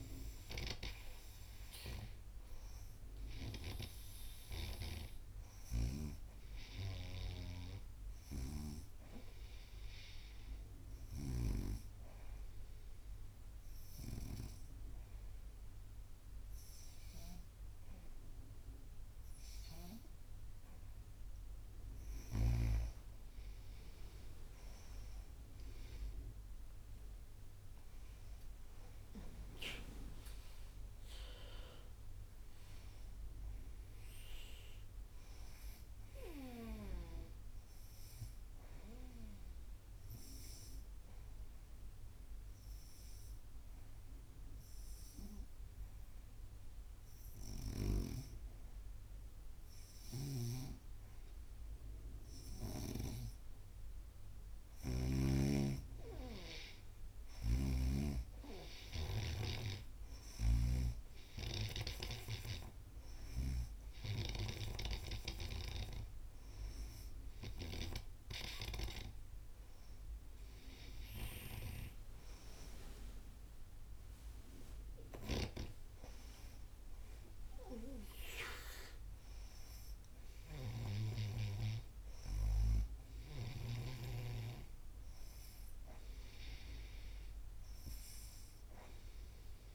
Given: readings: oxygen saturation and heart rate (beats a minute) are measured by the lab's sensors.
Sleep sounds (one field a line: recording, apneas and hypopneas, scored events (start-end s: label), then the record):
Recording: breathing in sleep by a room microphone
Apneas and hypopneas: 2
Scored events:
2.00-12.00 s: oxygen desaturation (device-marked, oxygen 95% before, 90% lowest, heart rate 91 before, 86 extreme)
7.00-11.50 s: snoring (device-marked)
13.00-23.50 s: hypopnea (oxygen 95% before, 89% lowest, heart rate 91 before, 86 extreme, up 10 after)
26.00-30.50 s: arousal
29.00-48.00 s: oxygen desaturation (device-marked, oxygen 98% before, 93% lowest, heart rate 89 before, 87 extreme)
41.00-52.00 s: hypopnea (oxygen 98% before, 89% lowest, heart rate 93 before, 87 extreme, up 0 after)
50.00-55.00 s: snoring (device-marked)
54.50-58.50 s: arousal
55.00-74.00 s: oxygen desaturation (device-marked, oxygen 98% before, 89% lowest, heart rate 93 before, 89 extreme)
57.00-68.00 s: snoring (device-marked)
75.00-81.50 s: snoring (device-marked)
From the record:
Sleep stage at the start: N2 (light sleep)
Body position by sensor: on the right side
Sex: female